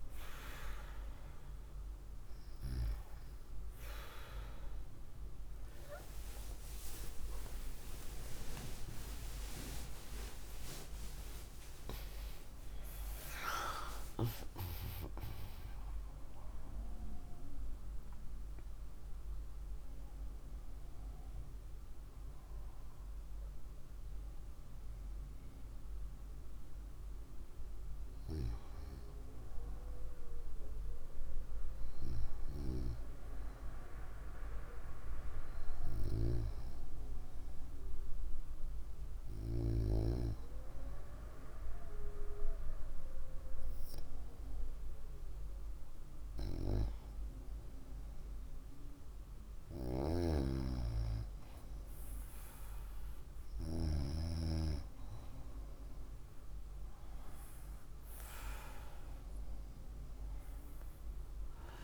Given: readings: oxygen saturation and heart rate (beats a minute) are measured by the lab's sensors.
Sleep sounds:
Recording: breathing in sleep by a room microphone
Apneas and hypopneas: none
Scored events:
5.50-12.50 s: arousal
11.50-61.84 s: new sleep stage, N1 (lightest sleep)
From the record:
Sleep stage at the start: N2 (light sleep)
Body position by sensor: on the right side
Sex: female

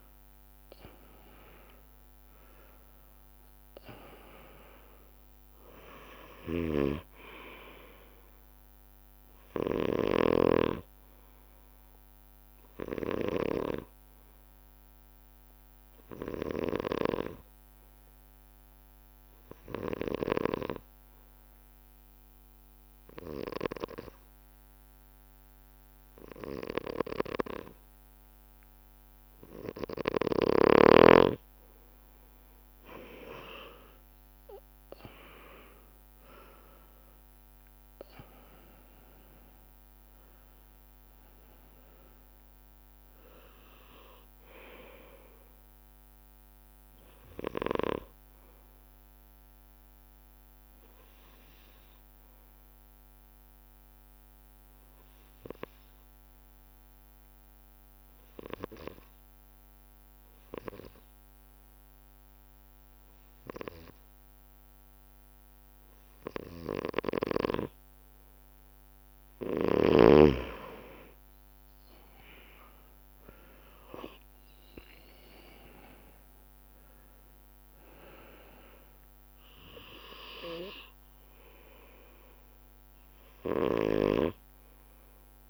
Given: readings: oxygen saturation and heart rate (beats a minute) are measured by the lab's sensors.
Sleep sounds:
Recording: breathing in sleep by a microphone on the trachea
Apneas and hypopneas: 2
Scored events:
0.00-4.00 s: arousal
0.00-85.50 s: bradycardia (device-marked)
2.00-4.00 s: long interval between heartbeats (device-marked, heart rate 49 before, 43 extreme)
4.50-21.50 s: oxygen desaturation (device-marked, oxygen 98% before, 94% lowest)
6.50-10.00 s: snoring (device-marked)
10.50-12.50 s: long interval between heartbeats (device-marked)
17.50-30.50 s: obstructive apnea (oxygen 100% before, 93% lowest)
20.50-22.50 s: long interval between heartbeats (device-marked)
33.50-38.50 s: arousal
34.50-58.50 s: oxygen desaturation (device-marked, oxygen 98% before, 93% lowest)
39.50-41.50 s: long interval between heartbeats (device-marked)
52.00-67.50 s: obstructive apnea (oxygen 98% before, 93% lowest)
70.50-75.00 s: arousal
71.50-84.50 s: oxygen desaturation (device-marked, oxygen 98% before, 93% lowest)
77.50-79.50 s: long interval between heartbeats (device-marked)
From the record:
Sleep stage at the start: N2 (light sleep)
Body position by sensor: on the left side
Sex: male

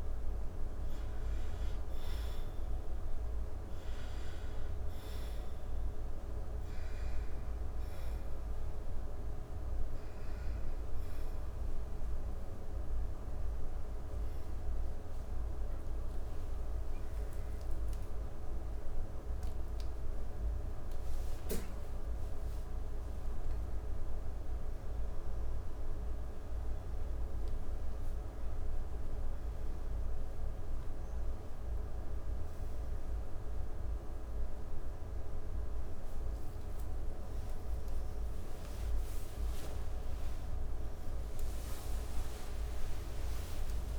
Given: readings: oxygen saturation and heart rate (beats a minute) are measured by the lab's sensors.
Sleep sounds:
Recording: a person awake in a sleep study, hard to hear, by a room microphone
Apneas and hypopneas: none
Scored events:
3.00-43.99 s: new sleep stage, awake
16.00-27.00 s: oxygen desaturation (device-marked, oxygen 96% before, 92% lowest)
From the record:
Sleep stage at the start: N2 (light sleep)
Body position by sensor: on the back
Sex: female

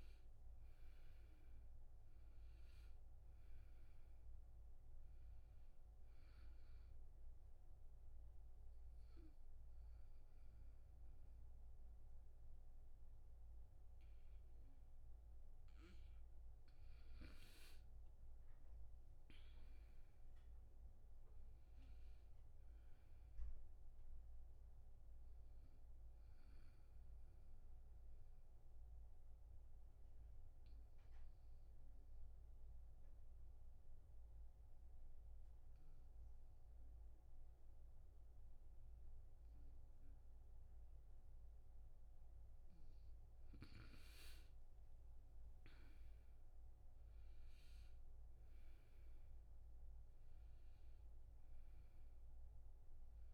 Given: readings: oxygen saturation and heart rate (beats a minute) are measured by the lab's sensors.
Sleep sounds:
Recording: breathing in sleep, hard to hear, by a room microphone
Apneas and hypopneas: 2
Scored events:
0.00-1.50 s: arousal
0.00-21.00 s: oxygen desaturation (device-marked, oxygen 87% lowest, heart rate 66 extreme)
6.50-16.50 s: obstructive apnea (oxygen 100% before, 87% lowest, heart rate 73 before, 66 extreme, up 11 after)
18.00-21.50 s: arousal
25.50-43.50 s: obstructive apnea (oxygen 100% before, 88% lowest, heart rate 74 before, 66 extreme, up 13 after)
44.50-47.50 s: arousal
46.00-53.34 s: oxygen desaturation (device-marked, oxygen 99% before, 88% lowest, heart rate 68 before, 65 extreme)
From the record:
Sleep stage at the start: N2 (light sleep)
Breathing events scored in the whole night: 268 in 4.1 hours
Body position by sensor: on the back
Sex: male

